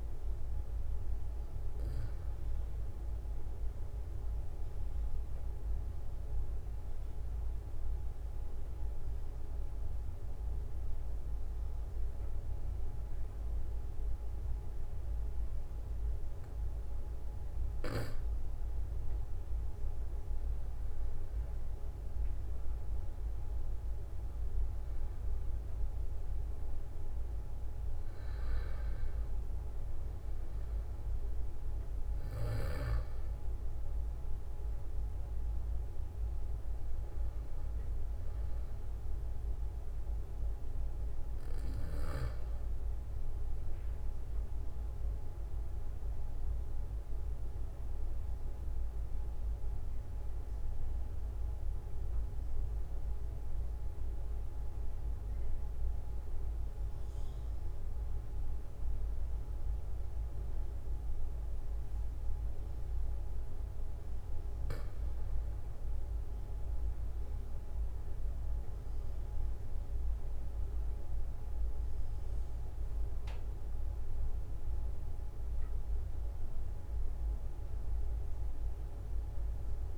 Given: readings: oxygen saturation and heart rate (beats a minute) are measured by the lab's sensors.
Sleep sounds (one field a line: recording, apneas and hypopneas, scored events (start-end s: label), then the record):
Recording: breathing in sleep, hard to hear, by a room microphone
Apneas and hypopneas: 2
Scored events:
4.00-19.50 s: obstructive apnea (oxygen 95% before, 92% lowest, heart rate 46 before, 44 extreme, up 1 after)
22.50-26.50 s: arousal
38.50-55.50 s: oxygen desaturation (device-marked, oxygen 96% before, 93% lowest, heart rate 46 before, 44 extreme)
45.50-64.00 s: obstructive apnea (oxygen 97% before, 92% lowest, heart rate 46 before, 45 extreme, up 2 after)
63.50-79.98 s: new sleep stage, N1 (lightest sleep)
72.50-77.50 s: arousal
From the record:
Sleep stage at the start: N2 (light sleep)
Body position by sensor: on the back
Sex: male